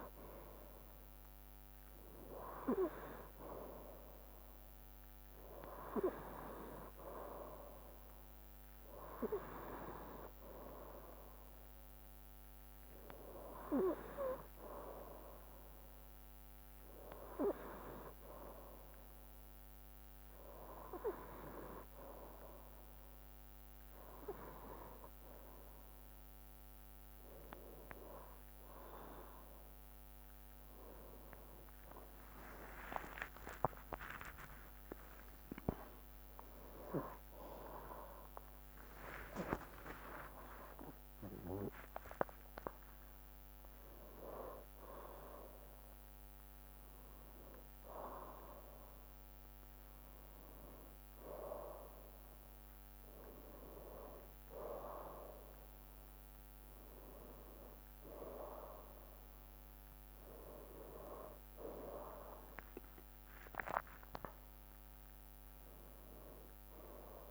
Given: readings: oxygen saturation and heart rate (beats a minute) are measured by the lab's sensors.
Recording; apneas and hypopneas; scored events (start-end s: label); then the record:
breathing in sleep by a microphone on the trachea; none
31.50-36.50 s: arousal
34.50-48.50 s: drop in pulse transit time (device-marked, heart rate 67 before, 69 extreme)
58.50-67.31 s: new sleep stage, REM sleep
From the record:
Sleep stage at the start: N2 (light sleep); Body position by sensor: on the right side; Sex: male